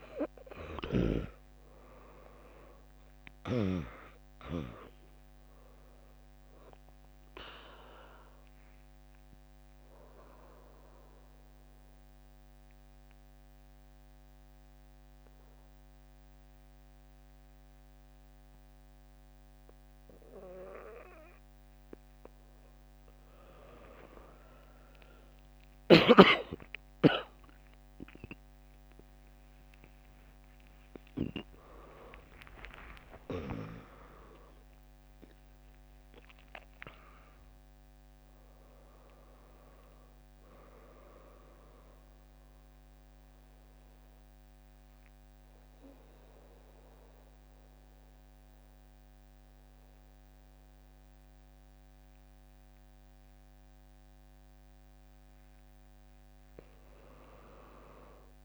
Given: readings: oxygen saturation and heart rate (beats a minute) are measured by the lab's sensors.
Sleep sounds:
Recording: breathing in sleep by a microphone on the trachea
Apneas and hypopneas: 2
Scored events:
0.00-2.00 s: arousal
6.00-18.00 s: drop in pulse transit time (device-marked, heart rate 68 before, 67 extreme)
7.00-20.50 s: obstructive apnea (oxygen 100% before, 96% lowest, heart rate 68 before, 65 extreme, up 14 after)
25.00-31.50 s: arousal
26.00-36.00 s: tachycardia (device-marked, heart rate 77 before, 148 extreme)
28.50-30.50 s: long interval between heartbeats (device-marked, heart rate 77 before, 93 extreme)
29.00-41.00 s: oxygen desaturation (device-marked, oxygen 99% before, 96% lowest, heart rate 78 before, 59 extreme)
30.00-45.00 s: drop in pulse transit time (device-marked, heart rate 80 before, 76 extreme)
30.50-32.50 s: long interval between heartbeats (device-marked, heart rate 80 before, 124 extreme)
33.00-35.00 s: long interval between heartbeats (device-marked, heart rate 86 before, 148 extreme)
42.00-53.50 s: obstructive apnea (oxygen 99% before, 96% lowest, heart rate 101 before, 59 extreme, up 6 after)
45.00-47.00 s: bradycardia (device-marked, heart rate 77 before, 66 extreme)
From the record:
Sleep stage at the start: N2 (light sleep)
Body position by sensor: on the back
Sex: female

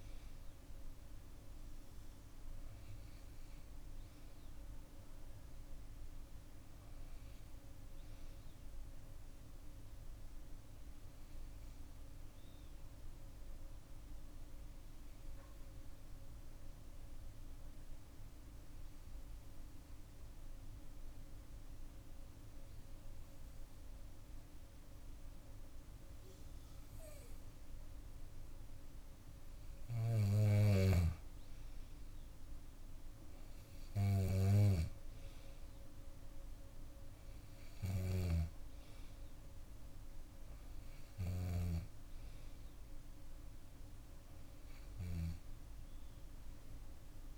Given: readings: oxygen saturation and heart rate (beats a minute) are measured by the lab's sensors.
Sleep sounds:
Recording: breathing in sleep by a room microphone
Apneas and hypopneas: 1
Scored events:
0.00-8.00 s: bradycardia (device-marked, heart rate 58 extreme)
10.50-26.00 s: hypopnea (oxygen 98% before, 95% lowest, heart rate 60 before, 58 extreme, up 4 after)
31.00-47.38 s: oxygen desaturation (device-marked, oxygen 98% before, 95% lowest, heart rate 62 before, 58 extreme)
34.00-40.00 s: bradycardia (device-marked, heart rate 65 before, 58 extreme)
38.50-44.50 s: arousal
From the record:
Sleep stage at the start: N2 (light sleep)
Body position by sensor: on the back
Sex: female

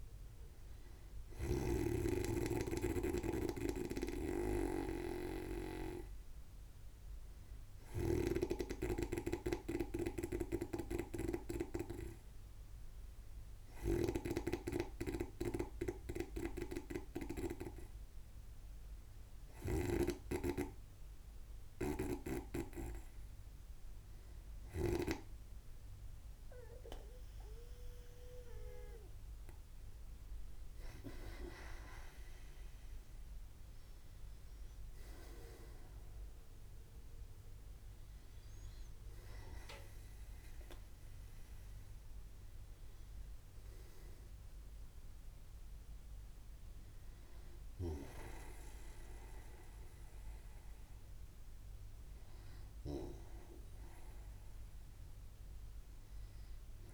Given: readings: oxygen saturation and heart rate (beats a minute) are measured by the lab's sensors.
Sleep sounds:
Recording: breathing in sleep by a room microphone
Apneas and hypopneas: none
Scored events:
0.00-2.50 s: snoring (device-marked)
4.50-20.50 s: snoring (device-marked)
50.50-54.00 s: arousal
From the record:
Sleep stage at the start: N2 (light sleep)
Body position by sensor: on the right side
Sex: male

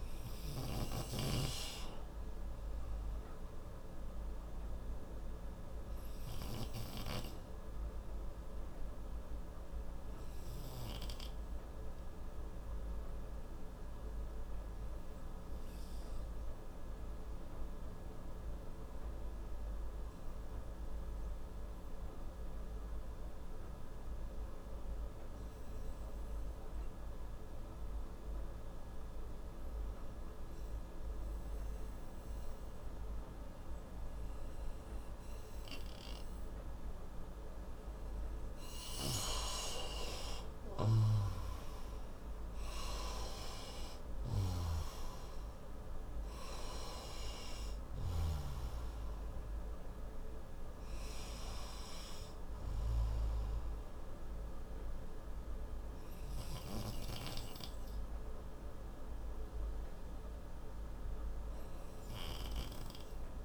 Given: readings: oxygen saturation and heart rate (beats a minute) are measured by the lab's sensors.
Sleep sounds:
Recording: breathing in sleep by a room microphone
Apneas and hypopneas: 1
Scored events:
0.00-15.00 s: oxygen desaturation (device-marked, oxygen 88% lowest, heart rate 62 extreme)
14.50-36.50 s: obstructive apnea (oxygen 94% before, 91% lowest, heart rate 66 before, 61 extreme, up 5 after)
38.00-42.50 s: arousal
53.00-63.45 s: oxygen desaturation (device-marked, oxygen 95% before, 91% lowest, heart rate 69 before, 57 extreme)
From the record:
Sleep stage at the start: N2 (light sleep)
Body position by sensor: on the right side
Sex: male

